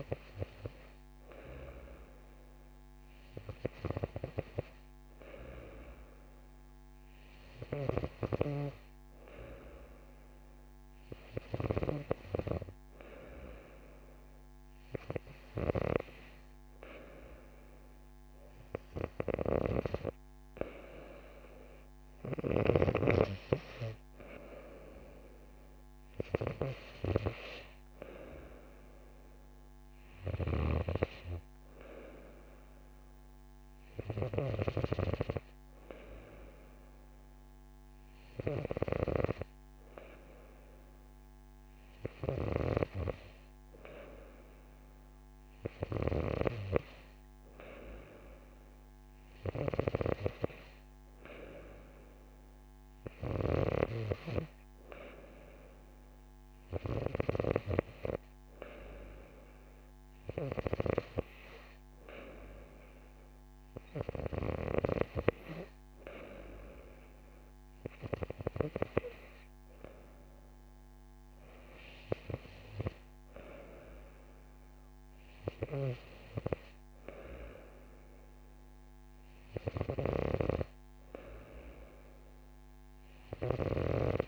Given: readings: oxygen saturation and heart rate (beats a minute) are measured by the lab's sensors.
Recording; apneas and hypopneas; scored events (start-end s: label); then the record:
breathing in sleep by a microphone on the trachea; none
none scored
From the record:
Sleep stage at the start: N2 (light sleep); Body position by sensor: on the right side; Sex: female